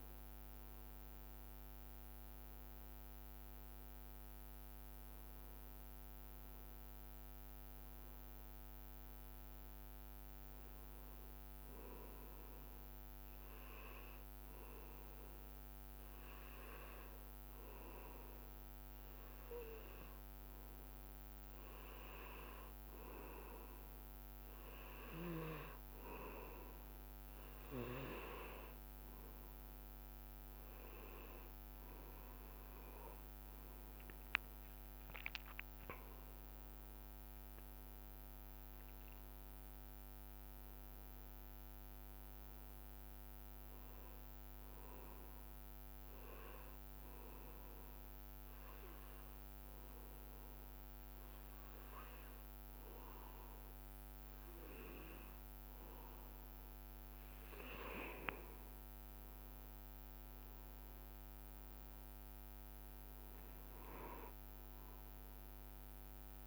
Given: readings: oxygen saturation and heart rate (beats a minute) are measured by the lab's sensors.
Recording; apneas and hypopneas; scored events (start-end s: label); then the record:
breathing in sleep by a microphone on the trachea; 2
0.00-1.50 s: arousal
13.00-23.00 s: obstructive apnea (oxygen 98% before, 94% lowest, heart rate 69 before, 65 extreme, up 2 after)
34.50-39.50 s: arousal
48.50-58.50 s: obstructive apnea (oxygen 98% before, 94% lowest, heart rate 72 before, 65 extreme, up 1 after)
61.50-66.47 s: arousal
64.00-66.47 s: oxygen desaturation (device-marked, oxygen 98% before, 94% lowest, heart rate 68 before, 64 extreme)
From the record:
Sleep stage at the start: N2 (light sleep); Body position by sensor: on the back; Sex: male